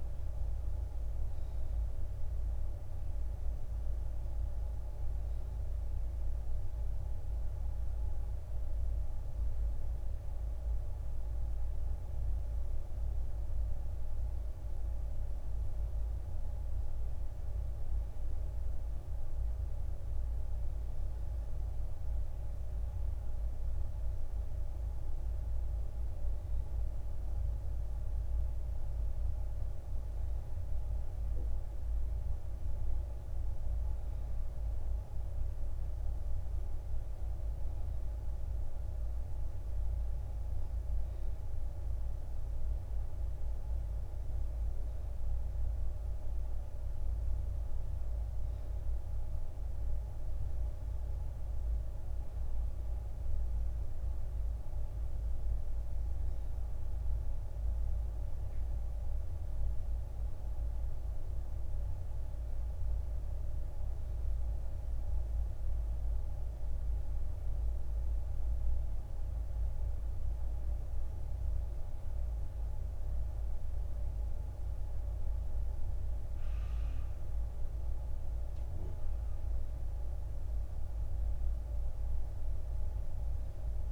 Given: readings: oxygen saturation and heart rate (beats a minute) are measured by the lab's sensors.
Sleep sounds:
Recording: breathing in sleep, hard to hear, by a room microphone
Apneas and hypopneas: 1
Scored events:
0.00-9.00 s: oxygen desaturation (device-marked, oxygen 76% lowest, heart rate 45 extreme)
6.50-21.50 s: hypopnea (oxygen 98% before, 97% lowest, heart rate 67 before, 45 extreme, up 6 after)
24.00-28.00 s: arousal
25.00-27.00 s: long interval between heartbeats (device-marked, heart rate 55 before, 52 extreme)
28.50-30.50 s: long interval between heartbeats (device-marked, heart rate 54 before, 53 extreme)
From the record:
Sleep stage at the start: N1 (lightest sleep)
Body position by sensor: on the back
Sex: male

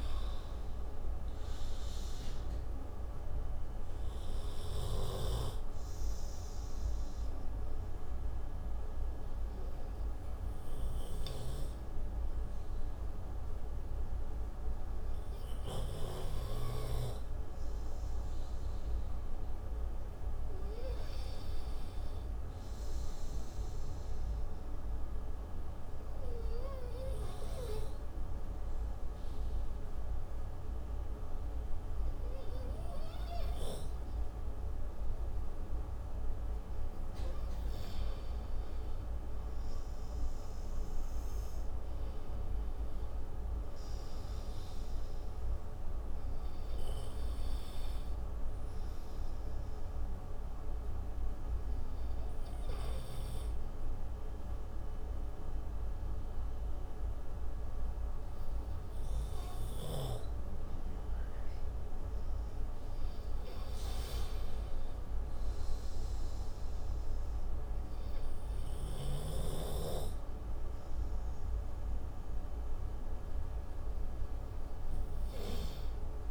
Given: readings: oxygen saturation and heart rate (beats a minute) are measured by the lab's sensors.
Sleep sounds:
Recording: breathing in sleep by a room microphone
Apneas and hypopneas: 3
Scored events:
3.50-18.50 s: obstructive apnea (oxygen 95% before, 91% lowest, heart rate 58 before, 40 extreme, up 17 after)
20.00-23.00 s: arousal
25.50-37.50 s: obstructive apnea (oxygen 96% before, 91% lowest, heart rate 62 before, 38 extreme, up 35 after)
39.00-43.00 s: arousal
45.50-61.50 s: oxygen desaturation (device-marked, oxygen 96% before, 91% lowest)
48.00-61.50 s: obstructive apnea (oxygen 96% before, 91% lowest)
62.50-64.50 s: arousal
68.50-76.31 s: oxygen desaturation (device-marked, oxygen 97% before, 91% lowest, heart rate 41 before, 49 extreme)
From the record:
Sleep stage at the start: N2 (light sleep)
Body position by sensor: on the right side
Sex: male

